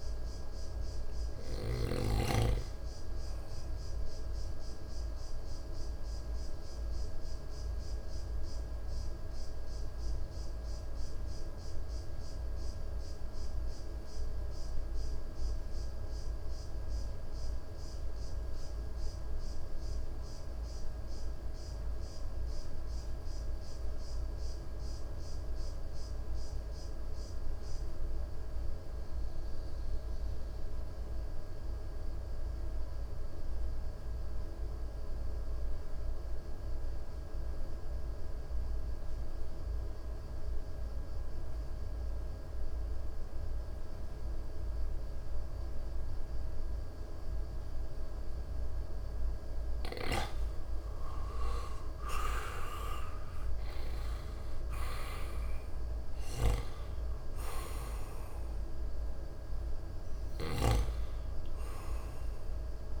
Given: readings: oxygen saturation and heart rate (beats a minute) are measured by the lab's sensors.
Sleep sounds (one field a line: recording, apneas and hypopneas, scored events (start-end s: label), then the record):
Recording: breathing in sleep by a room microphone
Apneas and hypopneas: 1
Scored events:
0.00-2.50 s: snoring (device-marked)
0.00-22.50 s: oxygen desaturation (device-marked, oxygen 84% lowest, heart rate 54 extreme)
4.00-49.00 s: mixed apnea (oxygen 96% before, 84% lowest, heart rate 62 before, 53 extreme, up 7 after)
35.50-63.00 s: oxygen desaturation (device-marked, oxygen 98% before, 84% lowest, heart rate 57 before, 53 extreme)
51.50-56.00 s: arousal
From the record:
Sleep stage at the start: N2 (light sleep)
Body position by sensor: on the right side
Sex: male